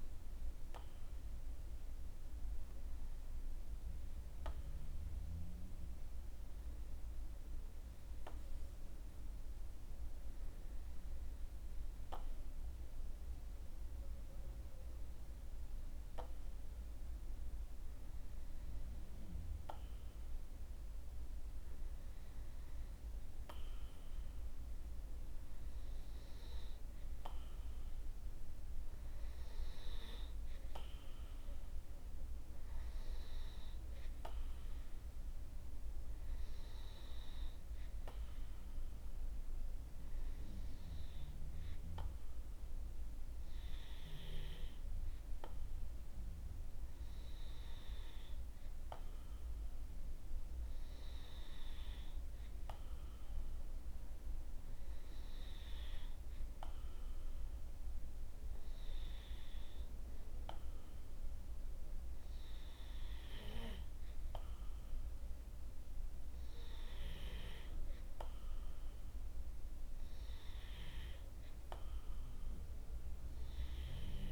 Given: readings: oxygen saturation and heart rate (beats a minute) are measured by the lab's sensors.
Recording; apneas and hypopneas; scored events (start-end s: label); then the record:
breathing in sleep by a room microphone; none
none scored
From the record:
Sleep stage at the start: N2 (light sleep); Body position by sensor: on the back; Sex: male